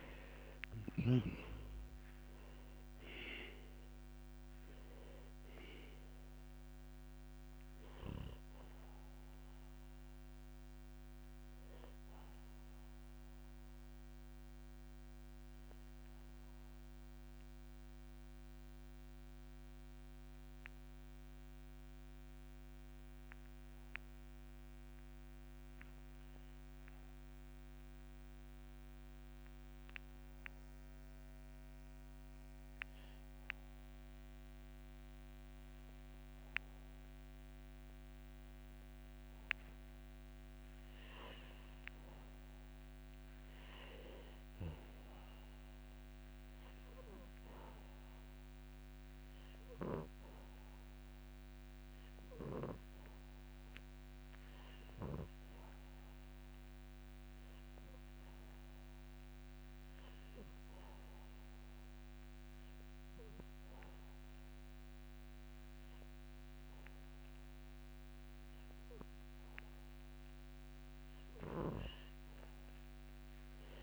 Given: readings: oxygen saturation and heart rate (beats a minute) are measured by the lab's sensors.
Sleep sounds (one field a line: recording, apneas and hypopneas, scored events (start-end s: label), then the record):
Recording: breathing in sleep by a microphone on the trachea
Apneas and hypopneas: 2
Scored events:
0.00-1.50 s: snoring (device-marked)
0.00-10.00 s: oxygen desaturation (device-marked, oxygen 90% lowest, heart rate 58 extreme)
10.50-39.00 s: obstructive apnea (oxygen 96% before, 84% lowest, heart rate 65 before, 61 extreme, up 4 after)
12.00-26.00 s: oxygen desaturation (device-marked, oxygen 92% before, 84% lowest, heart rate 66 before, 61 extreme)
19.00-73.83 s: new sleep stage, N2 (light sleep)
41.50-45.50 s: arousal
50.00-69.00 s: obstructive apnea (oxygen 99% before, 92% lowest, heart rate 63 before, 60 extreme, up 14 after)
56.00-73.00 s: oxygen desaturation (device-marked, oxygen 98% before, 92% lowest, heart rate 62 before, 60 extreme)
From the record:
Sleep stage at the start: REM sleep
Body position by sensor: on the back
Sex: male